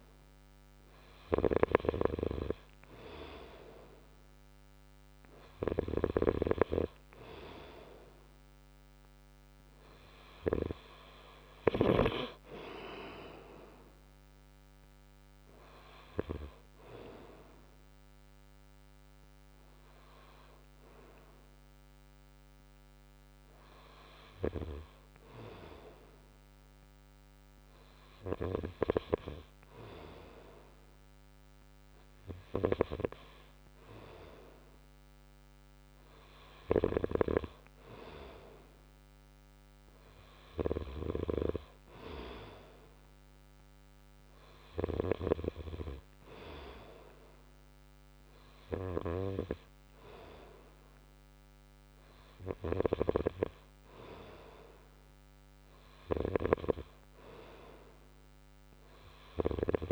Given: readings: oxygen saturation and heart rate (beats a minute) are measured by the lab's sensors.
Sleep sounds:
breathing in sleep by a microphone on the trachea; none
none scored
From the record:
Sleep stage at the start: N2 (light sleep); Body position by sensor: on the right side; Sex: male

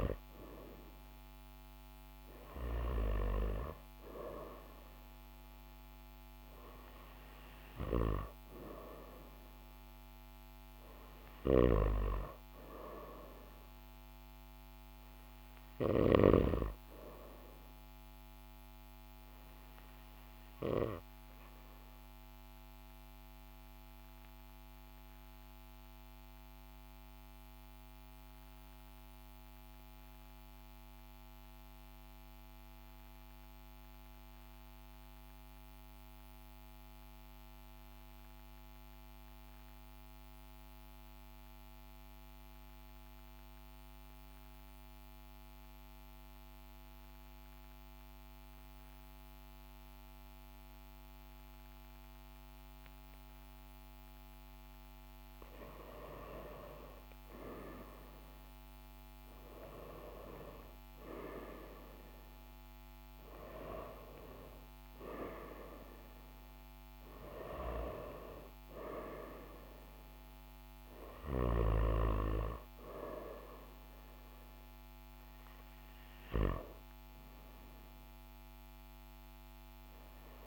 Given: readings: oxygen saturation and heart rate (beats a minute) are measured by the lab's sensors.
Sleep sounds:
breathing in sleep by a microphone on the trachea; 1
10.50-15.50 s: snoring (device-marked)
23.00-53.50 s: obstructive apnea (oxygen 98% before, 93% lowest, heart rate 42 before, 40 extreme, up 2 after)
55.00-60.00 s: arousal
75.00-80.47 s: oxygen desaturation (device-marked, oxygen 97% before, 93% lowest, heart rate 43 before, 39 extreme)
From the record:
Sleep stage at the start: N2 (light sleep); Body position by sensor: on the back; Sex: male

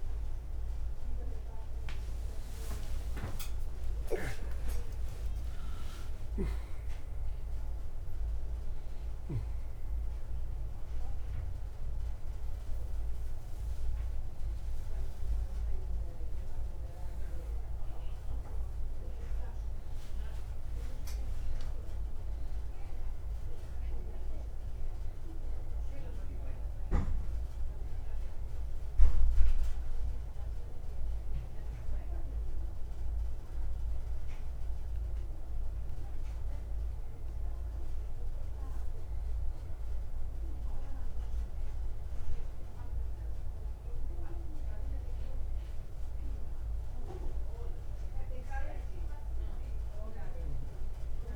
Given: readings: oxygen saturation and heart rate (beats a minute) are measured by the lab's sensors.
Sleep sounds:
a person partly awake in a sleep study, by a room microphone; none
14.50-51.36 s: new sleep stage, N1 (lightest sleep)
From the record:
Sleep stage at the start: awake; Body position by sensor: on the right side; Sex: male

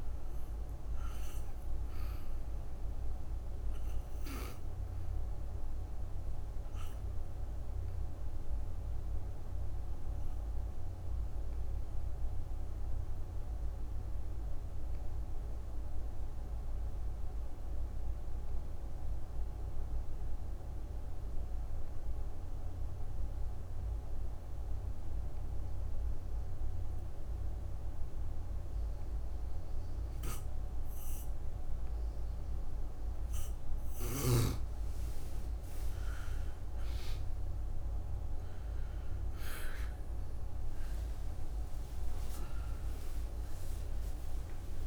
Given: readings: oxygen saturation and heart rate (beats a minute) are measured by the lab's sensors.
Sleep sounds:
a person partly awake in a sleep study, hard to hear, by a room microphone; 1
0.00-22.00 s: oxygen desaturation (device-marked, oxygen 88% lowest, heart rate 58 extreme)
3.50-32.00 s: obstructive apnea (oxygen 98% before, 88% lowest, heart rate 65 before, 58 extreme, up 12 after)
29.00-44.87 s: new sleep stage, awake
39.00-44.87 s: oxygen desaturation (device-marked, oxygen 97% before, 91% lowest, heart rate 62 before, 61 extreme)
From the record:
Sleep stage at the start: N2 (light sleep); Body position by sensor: on the back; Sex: female

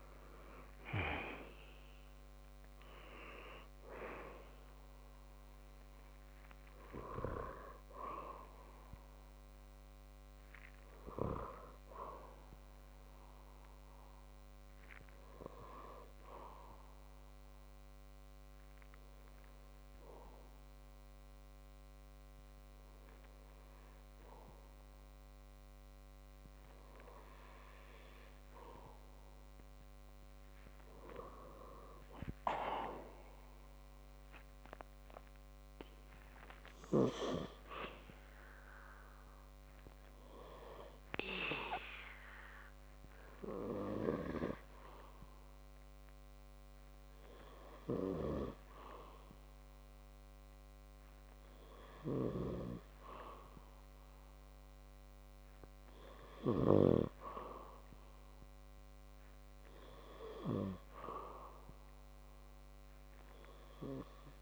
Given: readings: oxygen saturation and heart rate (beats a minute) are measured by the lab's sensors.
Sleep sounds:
breathing in sleep by a microphone on the trachea; 1
18.00-30.50 s: hypopnea (oxygen 97% before, 95% lowest, heart rate 74 before, 53 extreme, up 12 after)
33.50-37.00 s: arousal
59.00-63.00 s: arousal
From the record:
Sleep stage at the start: N2 (light sleep); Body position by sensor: on the back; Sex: male

